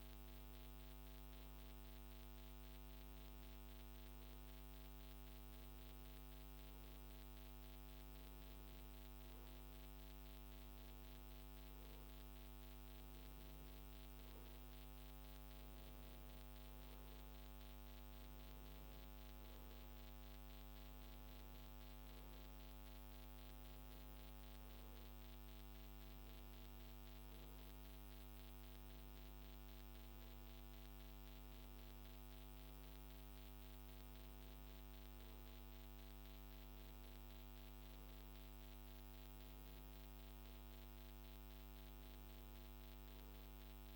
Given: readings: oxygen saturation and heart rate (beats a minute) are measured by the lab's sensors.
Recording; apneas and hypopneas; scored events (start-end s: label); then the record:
a person awake in a sleep study, hard to hear, by a microphone on the trachea; none
none scored
From the record:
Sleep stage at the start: awake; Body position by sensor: on the right side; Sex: male